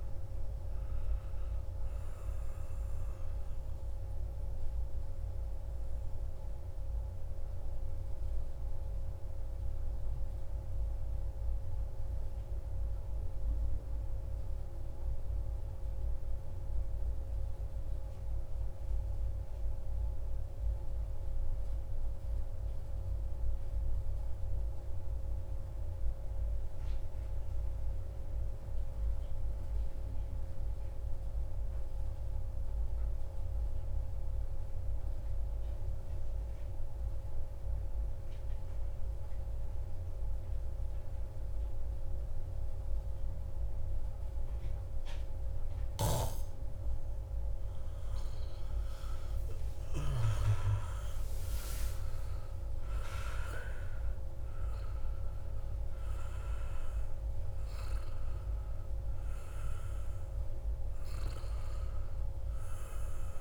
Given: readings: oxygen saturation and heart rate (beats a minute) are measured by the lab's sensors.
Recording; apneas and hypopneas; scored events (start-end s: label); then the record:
breathing in sleep, hard to hear, by a room microphone; 1
0.00-8.50 s: oxygen desaturation (device-marked, oxygen 92% lowest, heart rate 58 extreme)
3.00-46.00 s: mixed apnea (oxygen 95% before, 92% lowest, heart rate 71 before, 58 extreme, up 13 after)
39.50-63.41 s: oxygen desaturation (device-marked, oxygen 97% before, 92% lowest, heart rate 59 before, 58 extreme)
47.50-52.00 s: arousal
From the record:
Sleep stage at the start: N2 (light sleep); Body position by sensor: on the back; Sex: male